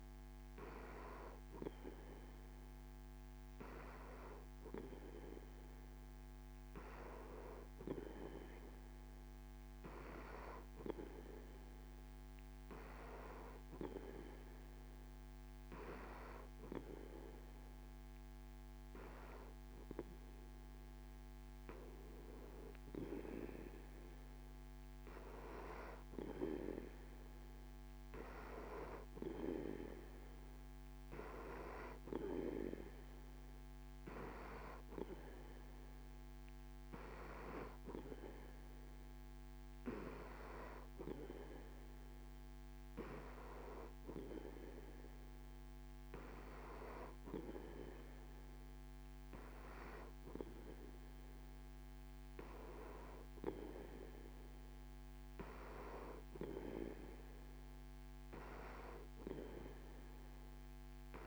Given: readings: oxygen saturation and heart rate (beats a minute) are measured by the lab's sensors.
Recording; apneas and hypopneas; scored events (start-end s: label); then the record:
breathing in sleep by a microphone on the trachea; none
none scored
From the record:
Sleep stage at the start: N3 (deep sleep); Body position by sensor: on the back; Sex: male